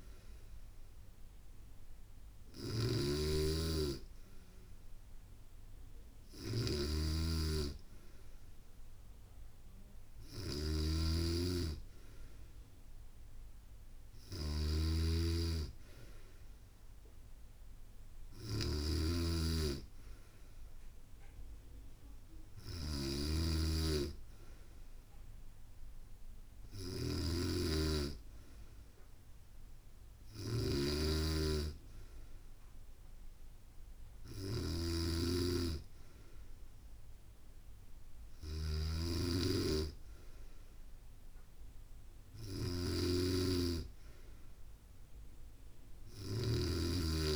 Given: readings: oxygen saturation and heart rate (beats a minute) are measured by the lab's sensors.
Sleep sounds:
breathing in sleep by a room microphone; none
0.00-47.36 s: snoring (device-marked)
From the record:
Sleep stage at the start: N2 (light sleep); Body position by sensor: on the back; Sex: female

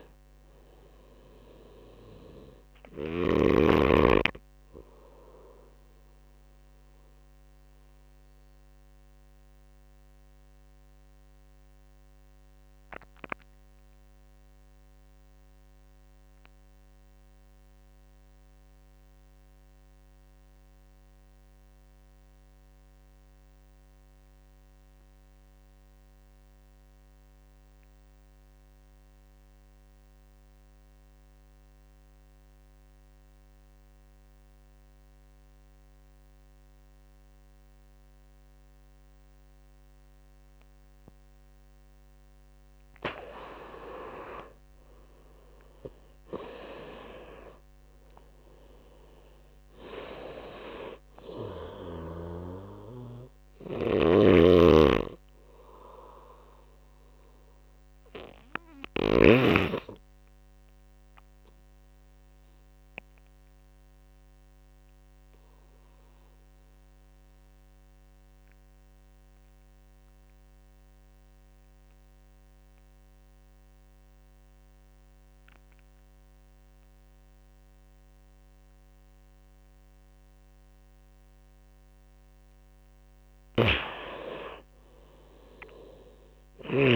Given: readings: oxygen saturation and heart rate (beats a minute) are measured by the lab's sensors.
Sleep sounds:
breathing in sleep by a microphone on the trachea; 2
0.00-14.00 s: oxygen desaturation (device-marked, oxygen 83% lowest)
5.00-40.50 s: mixed apnea (oxygen 95% before, 82% lowest)
30.00-63.00 s: oxygen desaturation (device-marked, oxygen 97% before, 82% lowest)
43.00-46.00 s: arousal
53.50-58.50 s: snoring (device-marked)
59.50-80.50 s: obstructive apnea (oxygen 97% before, 82% lowest)
82.00-86.96 s: oxygen desaturation (device-marked, oxygen 99% before, 86% lowest)
82.50-86.96 s: snoring (device-marked)
83.00-86.50 s: arousal
From the record:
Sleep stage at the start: N2 (light sleep); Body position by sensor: on the right side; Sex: male

